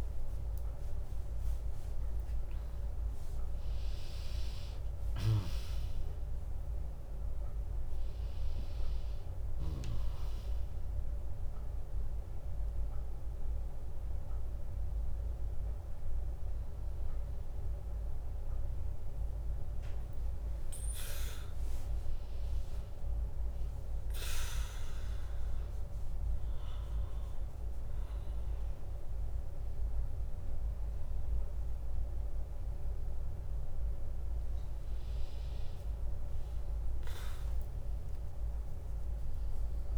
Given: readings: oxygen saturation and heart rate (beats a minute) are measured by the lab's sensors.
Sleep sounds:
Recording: a person partly awake in a sleep study, hard to hear, by a room microphone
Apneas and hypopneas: 1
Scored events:
0.00-5.50 s: oxygen desaturation (device-marked, oxygen 96% lowest, heart rate 64 extreme)
16.50-39.97 s: new sleep stage, N1 (lightest sleep)
23.50-34.00 s: obstructive apnea (oxygen 100% before, 96% lowest, heart rate 85 before, 59 extreme, up 46 after)
37.50-39.97 s: arousal
38.50-39.97 s: tachycardia (device-marked, heart rate 75 before, 129 extreme)
From the record:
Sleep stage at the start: awake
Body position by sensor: on the back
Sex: female

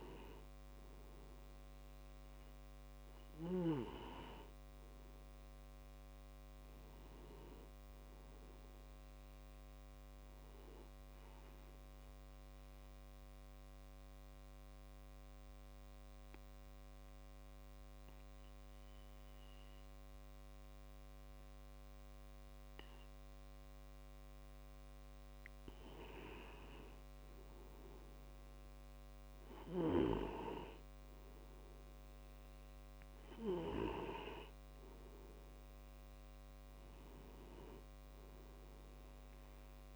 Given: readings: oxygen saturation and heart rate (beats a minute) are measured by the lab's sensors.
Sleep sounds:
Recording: breathing in sleep by a microphone on the trachea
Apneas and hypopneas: 1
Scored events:
0.00-14.00 s: oxygen desaturation (device-marked, oxygen 94% lowest)
1.00-8.00 s: tachycardia (device-marked, heart rate 30 before, 130 extreme)
9.00-11.00 s: tachycardia (device-marked, heart rate 31 before, 119 extreme)
12.00-25.50 s: obstructive apnea (oxygen 98% before, 91% lowest, heart rate 88 before, 39 extreme, up 42 after)
27.50-30.50 s: arousal
31.00-39.96 s: oxygen desaturation (device-marked, oxygen 96% before, 92% lowest)
From the record:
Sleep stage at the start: N2 (light sleep)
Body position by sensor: on the back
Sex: male

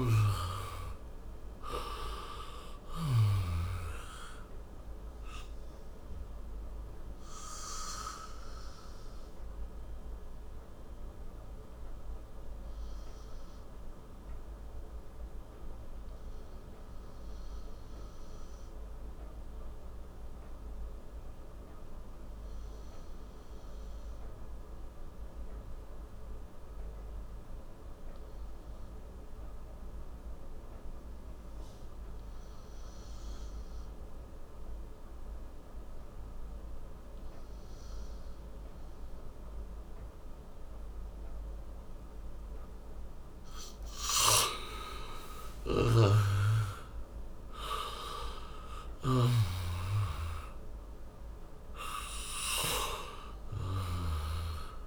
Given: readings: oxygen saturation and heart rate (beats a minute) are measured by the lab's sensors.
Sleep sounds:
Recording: breathing in sleep by a room microphone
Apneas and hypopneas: 1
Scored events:
0.00-2.00 s: arousal
4.50-42.50 s: obstructive apnea (oxygen 98% before, 86% lowest, heart rate 65 before, 55 extreme, up 35 after)
11.50-29.50 s: oxygen desaturation (device-marked, oxygen 95% before, 87% lowest, heart rate 67 before, 55 extreme)
37.50-49.50 s: oxygen desaturation (device-marked, oxygen 98% before, 94% lowest, heart rate 60 before, 54 extreme)
44.50-48.50 s: arousal
From the record:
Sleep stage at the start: N2 (light sleep)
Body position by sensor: on the back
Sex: male

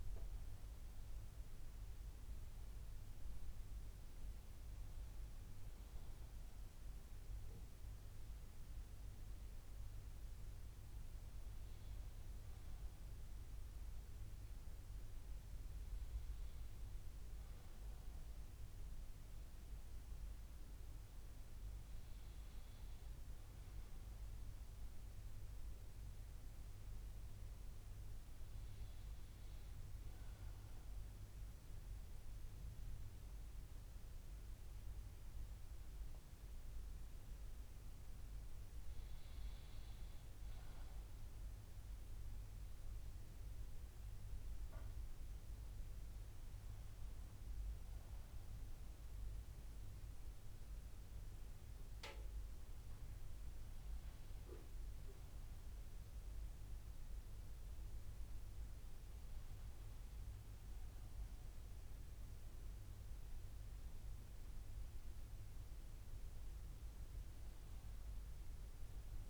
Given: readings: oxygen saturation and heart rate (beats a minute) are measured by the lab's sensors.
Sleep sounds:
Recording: breathing in sleep, hard to hear, by a room microphone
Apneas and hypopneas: none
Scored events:
none scored
From the record:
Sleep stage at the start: N2 (light sleep)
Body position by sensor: on the back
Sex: male

